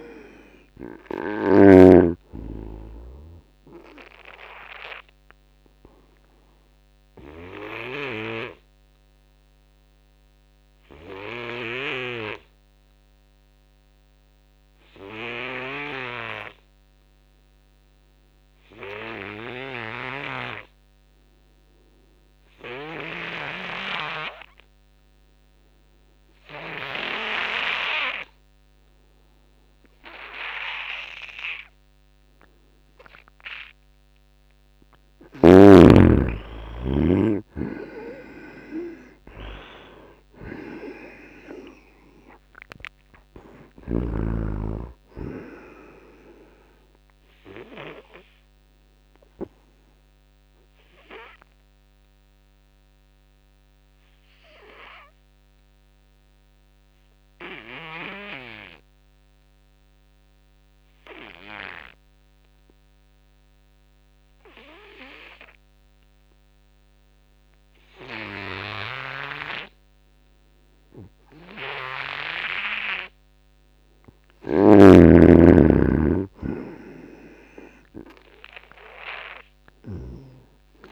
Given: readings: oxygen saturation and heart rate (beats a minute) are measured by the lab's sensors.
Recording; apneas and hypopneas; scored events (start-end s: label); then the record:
breathing in sleep by a microphone on the trachea; 2
0.00-2.00 s: snoring (device-marked)
0.00-19.00 s: oxygen desaturation (device-marked, oxygen 80% lowest, heart rate 66 extreme)
4.50-33.00 s: obstructive apnea (oxygen 98% before, 79% lowest, heart rate 75 before, 67 extreme, up 12 after)
21.00-65.00 s: oxygen desaturation (device-marked, oxygen 97% before, 79% lowest, heart rate 83 before, 67 extreme)
35.50-40.00 s: arousal
47.50-71.50 s: obstructive apnea (oxygen 97% before, 79% lowest, heart rate 78 before, 76 extreme, up 0 after)
72.50-76.50 s: arousal
74.00-80.92 s: oxygen desaturation (device-marked, oxygen 98% before, 81% lowest, heart rate 82 before, 72 extreme)
From the record:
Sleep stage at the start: N2 (light sleep); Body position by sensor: on the back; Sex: male